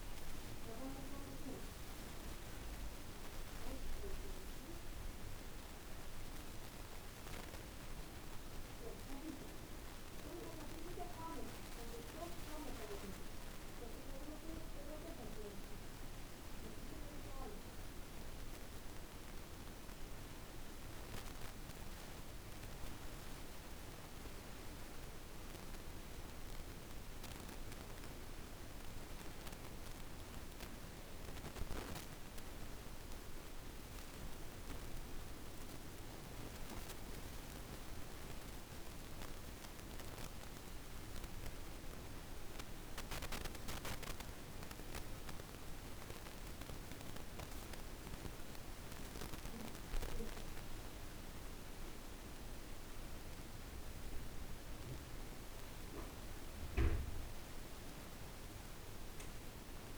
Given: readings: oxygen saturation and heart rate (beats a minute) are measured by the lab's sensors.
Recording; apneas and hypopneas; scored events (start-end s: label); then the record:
breathing in sleep, hard to hear, by a room microphone; 1
2.50-59.98 s: new sleep stage, N2 (light sleep)
3.00-14.50 s: hypopnea (oxygen 99% before, 94% lowest, heart rate 82 before, 58 extreme, up 4 after)
16.50-39.50 s: oxygen desaturation (device-marked, oxygen 99% before, 94% lowest, heart rate 58 before, 61 extreme)
17.50-22.00 s: arousal
From the record:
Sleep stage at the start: N1 (lightest sleep); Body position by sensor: on the back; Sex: male